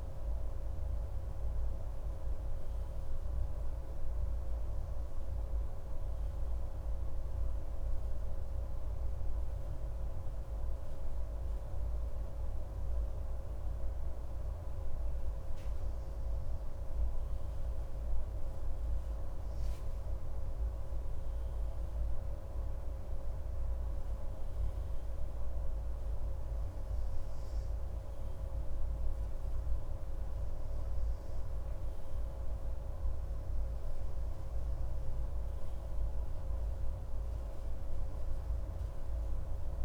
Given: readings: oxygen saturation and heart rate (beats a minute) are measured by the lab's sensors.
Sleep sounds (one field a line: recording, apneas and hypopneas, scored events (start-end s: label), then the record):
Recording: breathing in sleep, hard to hear, by a room microphone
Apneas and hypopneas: 1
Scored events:
6.00-20.00 s: hypopnea (oxygen 97% before, 96% lowest)
21.50-25.50 s: arousal
36.00-39.85 s: new sleep stage, N1 (lightest sleep)
From the record:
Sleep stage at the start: N2 (light sleep)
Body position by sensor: on the right side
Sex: male